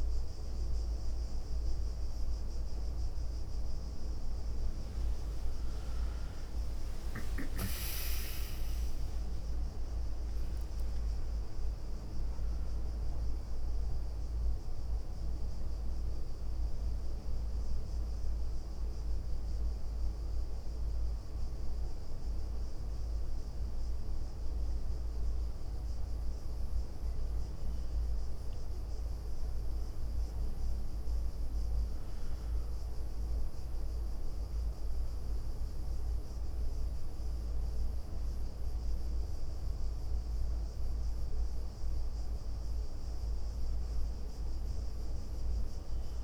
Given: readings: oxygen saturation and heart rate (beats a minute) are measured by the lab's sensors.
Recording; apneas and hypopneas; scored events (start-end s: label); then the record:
breathing in sleep, hard to hear, by a room microphone; 1
0.00-1.00 s: leg movement (device-marked)
4.00-13.50 s: leg movement (device-marked)
6.50-10.50 s: arousal
14.50-25.50 s: hypopnea (oxygen 98% before, 96% lowest, heart rate 77 before, 66 extreme, up 4 after)
15.50-23.00 s: leg movement (device-marked)
28.50-34.00 s: arousal
30.50-35.00 s: leg movement (device-marked)
From the record:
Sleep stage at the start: N1 (lightest sleep); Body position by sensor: on the right side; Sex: female